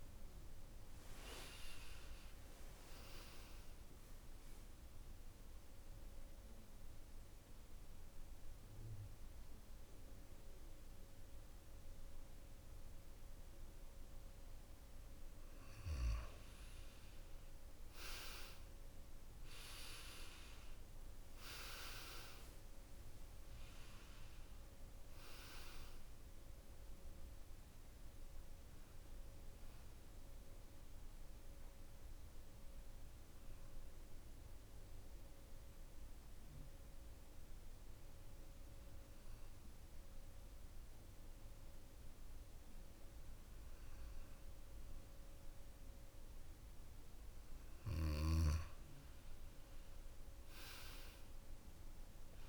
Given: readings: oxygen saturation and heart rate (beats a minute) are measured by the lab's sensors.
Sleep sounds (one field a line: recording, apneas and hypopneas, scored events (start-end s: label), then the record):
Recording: breathing in sleep by a room microphone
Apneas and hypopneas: 2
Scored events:
0.00-2.50 s: oxygen desaturation (device-marked, oxygen 92% lowest, heart rate 59 extreme)
4.00-15.00 s: central apnea (oxygen 96% before, 89% lowest, heart rate 71 before, 54 extreme, up 6 after)
19.00-22.50 s: arousal
26.50-42.50 s: oxygen desaturation (device-marked, oxygen 97% before, 89% lowest, heart rate 63 before, 54 extreme)
33.00-46.50 s: obstructive apnea (oxygen 97% before, 89% lowest, heart rate 62 before, 54 extreme, up 16 after)
50.00-52.49 s: arousal
From the record:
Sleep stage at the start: N2 (light sleep)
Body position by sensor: on the back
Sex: male